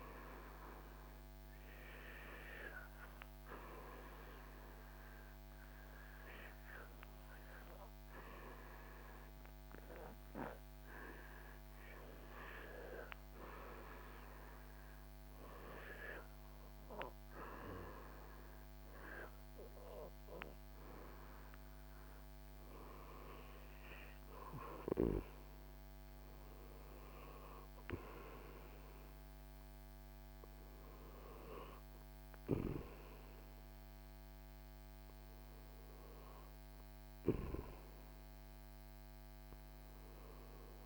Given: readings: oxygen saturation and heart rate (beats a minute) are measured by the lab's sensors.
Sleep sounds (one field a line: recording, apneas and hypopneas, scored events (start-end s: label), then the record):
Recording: breathing in sleep by a microphone on the trachea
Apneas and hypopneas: 1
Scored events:
0.00-11.50 s: oxygen desaturation (device-marked, oxygen 89% lowest, heart rate 78 extreme)
4.00-21.50 s: hypopnea (oxygen 95% before, 89% lowest, heart rate 81 before, 75 extreme, up 10 after)
11.50-40.86 s: new sleep stage, N2 (light sleep)
23.00-27.50 s: arousal
From the record:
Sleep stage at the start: REM sleep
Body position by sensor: on the back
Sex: male